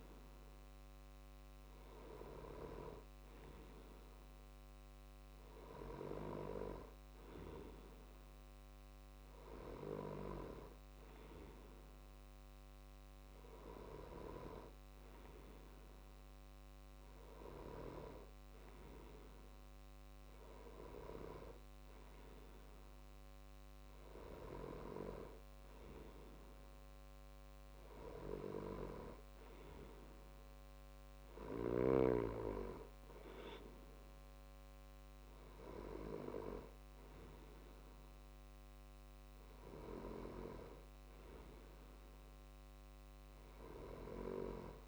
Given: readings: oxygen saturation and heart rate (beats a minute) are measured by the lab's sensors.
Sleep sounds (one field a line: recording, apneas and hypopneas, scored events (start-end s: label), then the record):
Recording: breathing in sleep by a microphone on the trachea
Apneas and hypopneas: none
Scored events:
none scored
From the record:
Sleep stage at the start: N2 (light sleep)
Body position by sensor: on the left side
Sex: male